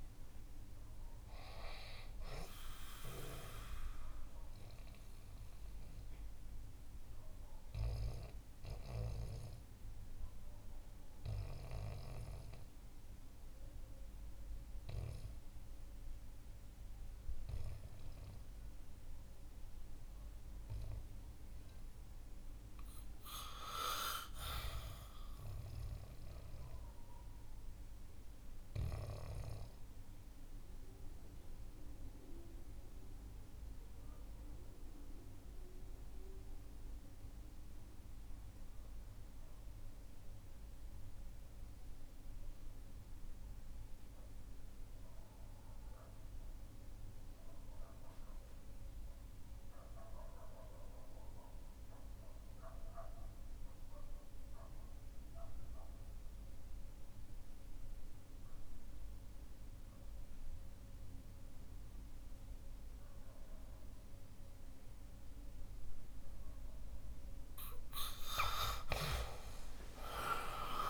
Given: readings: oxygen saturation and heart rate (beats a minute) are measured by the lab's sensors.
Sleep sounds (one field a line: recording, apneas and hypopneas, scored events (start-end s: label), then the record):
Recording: breathing in sleep by a room microphone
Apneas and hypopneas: 2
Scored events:
0.00-23.50 s: oxygen desaturation (device-marked, oxygen 83% lowest, heart rate 56 extreme)
3.50-21.50 s: mixed apnea (oxygen 99% before, 83% lowest, heart rate 71 before, 56 extreme, up 0 after)
23.50-26.50 s: arousal
30.00-66.50 s: obstructive apnea (oxygen 100% before, 77% lowest, heart rate 72 before, 55 extreme, up 19 after)
32.50-45.50 s: oxygen desaturation (device-marked, oxygen 100% before, 92% lowest, heart rate 72 before, 55 extreme)
66.50-70.90 s: oxygen desaturation (device-marked, oxygen 95% before, 77% lowest, heart rate 58 before, 65 extreme)
68.50-70.90 s: arousal
From the record:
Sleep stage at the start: REM sleep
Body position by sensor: on the back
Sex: male